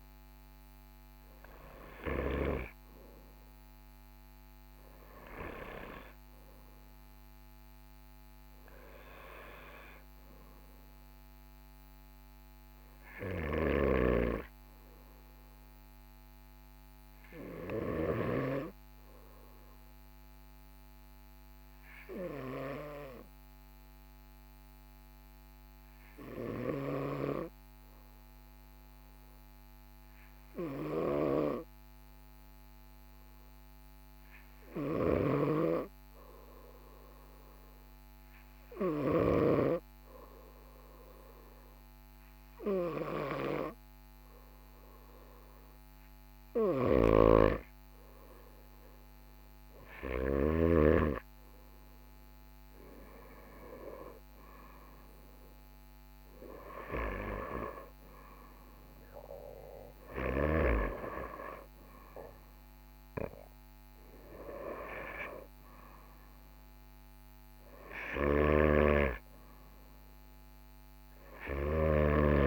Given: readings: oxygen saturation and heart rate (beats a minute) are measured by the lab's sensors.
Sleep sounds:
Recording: breathing in sleep by a microphone on the trachea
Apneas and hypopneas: 1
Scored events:
19.50-46.00 s: obstructive apnea (oxygen 99% before, 95% lowest, heart rate 45 before, 43 extreme, up 1 after)
35.00-39.50 s: snoring (device-marked)
47.00-52.00 s: arousal
68.00-72.47 s: snoring (device-marked)
From the record:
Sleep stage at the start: N2 (light sleep)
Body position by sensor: on the right side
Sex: male

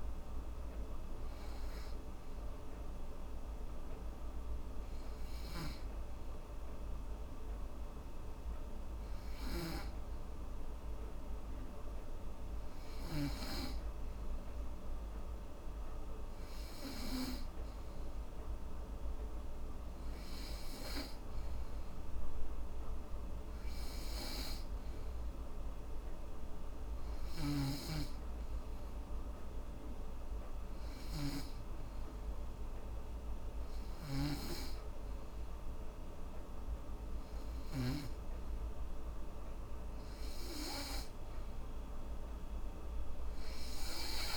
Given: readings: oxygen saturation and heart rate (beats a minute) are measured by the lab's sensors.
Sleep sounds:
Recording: breathing in sleep by a room microphone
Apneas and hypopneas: 2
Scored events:
0.00-13.50 s: oxygen desaturation (device-marked, oxygen 90% lowest, heart rate 77 extreme)
3.50-16.00 s: hypopnea (oxygen 95% before, 89% lowest, heart rate 85 before, 79 extreme, up 6 after)
22.50-34.50 s: oxygen desaturation (device-marked, oxygen 97% before, 91% lowest, heart rate 80 before, 83 extreme)
26.50-36.50 s: hypopnea (oxygen 97% before, 89% lowest, heart rate 81 before, 82 extreme, up 1 after)
40.00-43.50 s: arousal
42.50-44.37 s: oxygen desaturation (device-marked, oxygen 93% before, 89% lowest, heart rate 84 before, 77 extreme)
From the record:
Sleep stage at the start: N2 (light sleep)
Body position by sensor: on the back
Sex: female

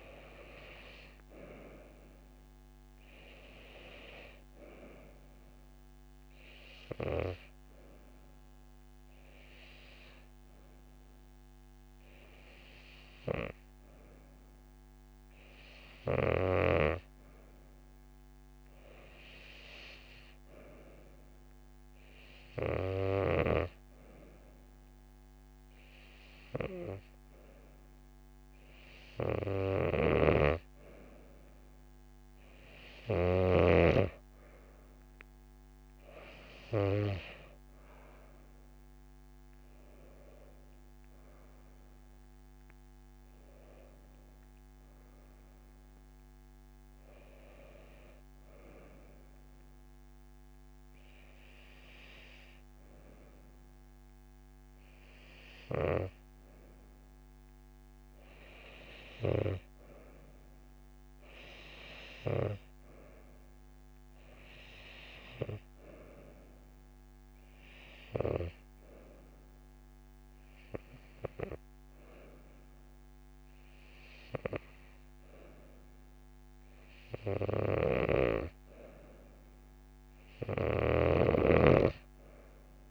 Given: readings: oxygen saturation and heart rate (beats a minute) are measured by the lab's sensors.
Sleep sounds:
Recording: breathing in sleep by a microphone on the trachea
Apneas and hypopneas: none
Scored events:
none scored
From the record:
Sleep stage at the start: N2 (light sleep)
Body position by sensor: on the right side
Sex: female

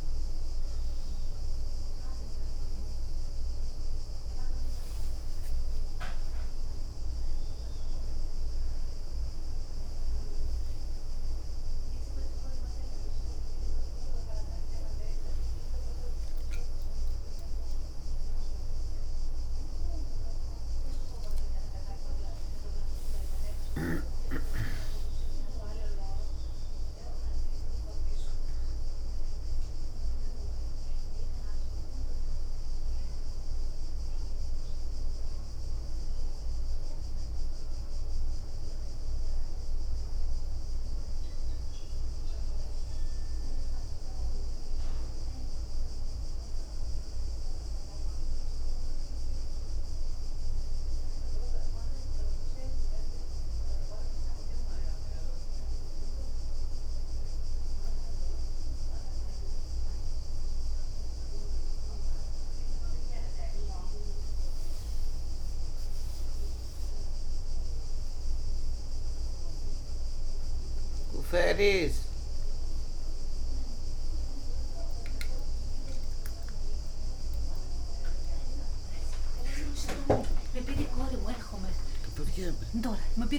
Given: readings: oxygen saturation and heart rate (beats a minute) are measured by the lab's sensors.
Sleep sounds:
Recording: a person awake in a sleep study, by a room microphone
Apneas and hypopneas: none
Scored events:
0.00-3.50 s: leg movement (device-marked)
4.50-6.50 s: long interval between heartbeats (device-marked, heart rate 75 before, 81 extreme)
5.00-8.50 s: leg movement (device-marked)
15.00-17.00 s: long interval between heartbeats (device-marked, heart rate 76 before, 96 extreme)
16.00-18.00 s: tachycardia (device-marked, heart rate 73 before, 99 extreme)
23.50-25.50 s: long interval between heartbeats (device-marked, heart rate 84 before, 84 extreme)
25.50-27.00 s: leg movement (device-marked)
62.00-68.00 s: tachycardia (device-marked, heart rate 73 before, 118 extreme)
64.00-66.00 s: long interval between heartbeats (device-marked, heart rate 70 before, 100 extreme)
71.00-72.50 s: leg movement (device-marked)
71.00-76.00 s: tachycardia (device-marked, heart rate 74 before, 110 extreme)
73.00-75.00 s: long interval between heartbeats (device-marked, heart rate 87 before, 91 extreme)
81.50-83.39 s: leg movement (device-marked)
82.00-83.39 s: snoring (device-marked)
From the record:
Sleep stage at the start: awake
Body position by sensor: on the back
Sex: female

